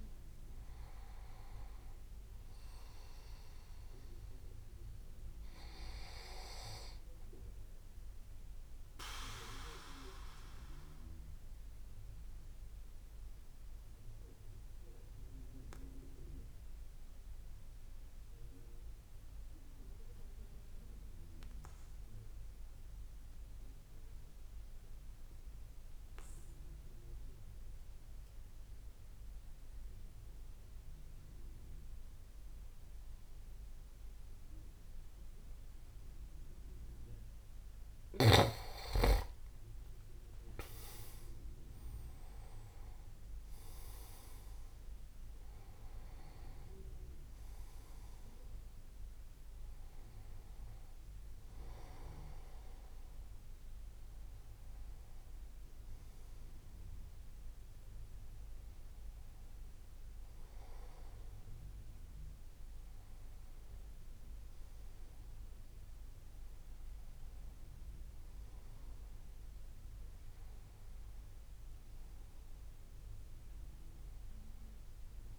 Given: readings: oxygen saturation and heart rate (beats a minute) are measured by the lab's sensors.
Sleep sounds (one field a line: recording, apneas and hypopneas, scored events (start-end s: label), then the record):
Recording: breathing in sleep by a room microphone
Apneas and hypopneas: 1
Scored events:
0.00-21.00 s: oxygen desaturation (device-marked, oxygen 89% lowest)
9.50-36.50 s: obstructive apnea (oxygen 96% before, 89% lowest)
37.00-70.00 s: oxygen desaturation (device-marked, oxygen 98% before, 89% lowest)
37.50-41.00 s: arousal
40.00-41.00 s: leg movement (device-marked)
From the record:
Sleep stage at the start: N2 (light sleep)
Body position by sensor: on the back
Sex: male